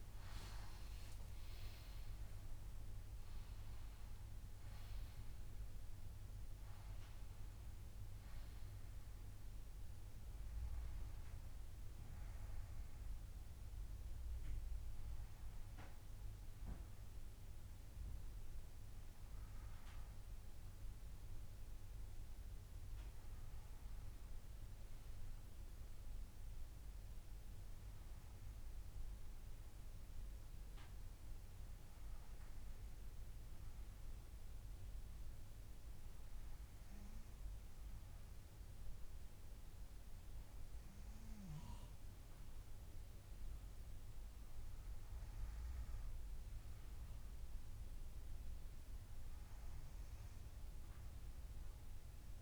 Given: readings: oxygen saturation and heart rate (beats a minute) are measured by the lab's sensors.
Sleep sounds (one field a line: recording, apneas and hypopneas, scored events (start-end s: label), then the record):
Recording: breathing in sleep, hard to hear, by a room microphone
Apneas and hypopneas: none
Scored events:
0.00-2.00 s: arousal
From the record:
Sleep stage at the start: N2 (light sleep)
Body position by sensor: on the right side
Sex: female